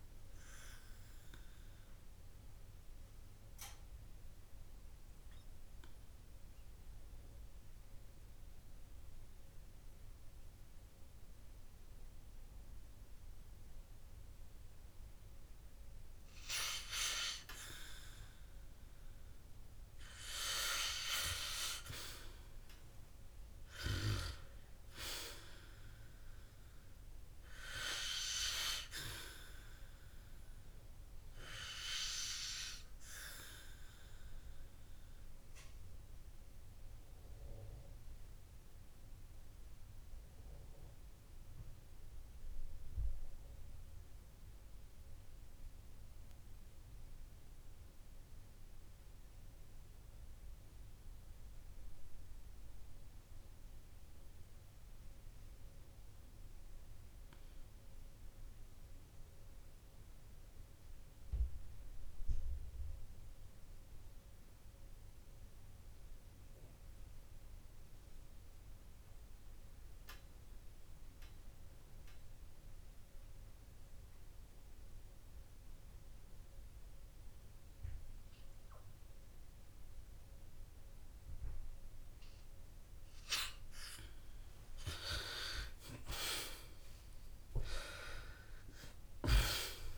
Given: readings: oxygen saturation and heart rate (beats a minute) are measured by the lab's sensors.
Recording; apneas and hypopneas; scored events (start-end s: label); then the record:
breathing in sleep by a room microphone; 2
2.50-19.00 s: obstructive apnea (oxygen 99% before, 94% lowest, heart rate 68 before, 45 extreme, up 18 after)
10.00-20.00 s: oxygen desaturation (device-marked, oxygen 98% before, 94% lowest, heart rate 60 before, 45 extreme)
21.50-25.00 s: arousal
38.50-84.00 s: obstructive apnea (oxygen 99% before, 86% lowest, heart rate 69 before, 46 extreme, up 29 after)
85.50-89.98 s: arousal
From the record:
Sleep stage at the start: REM sleep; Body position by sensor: on the back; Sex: male